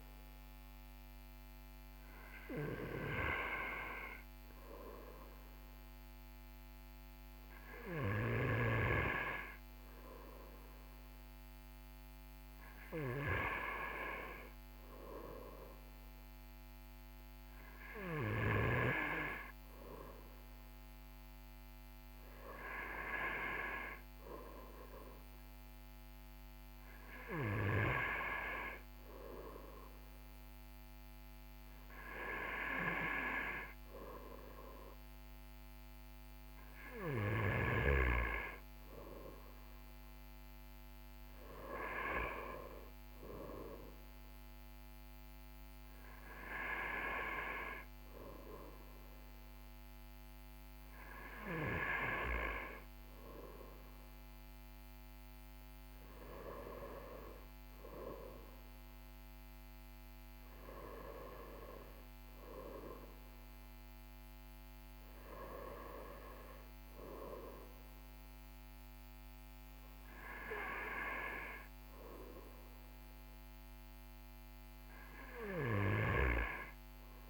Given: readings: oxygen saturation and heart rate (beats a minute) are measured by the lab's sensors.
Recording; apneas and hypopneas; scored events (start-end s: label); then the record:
breathing in sleep by a microphone on the trachea; none
none scored
From the record:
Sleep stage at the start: N2 (light sleep); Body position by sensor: on the right side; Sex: male